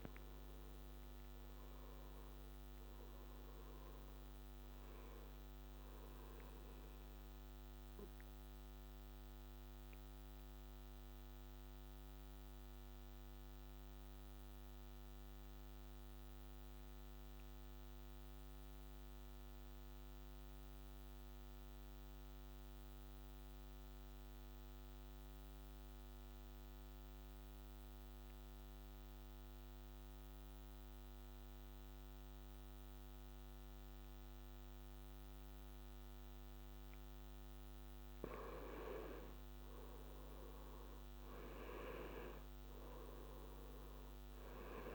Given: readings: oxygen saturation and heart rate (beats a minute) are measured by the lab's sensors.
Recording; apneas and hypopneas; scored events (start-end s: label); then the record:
breathing in sleep, hard to hear, by a microphone on the trachea; 1
0.00-18.00 s: oxygen desaturation (device-marked, oxygen 82% lowest, heart rate 58 extreme)
7.00-37.00 s: obstructive apnea (oxygen 94% before, 82% lowest, heart rate 68 before, 62 extreme, up 8 after)
35.00-44.94 s: oxygen desaturation (device-marked, oxygen 98% before, 87% lowest, heart rate 63 before, 60 extreme)
38.00-42.50 s: arousal
From the record:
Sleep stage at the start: N2 (light sleep); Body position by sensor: on the back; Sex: male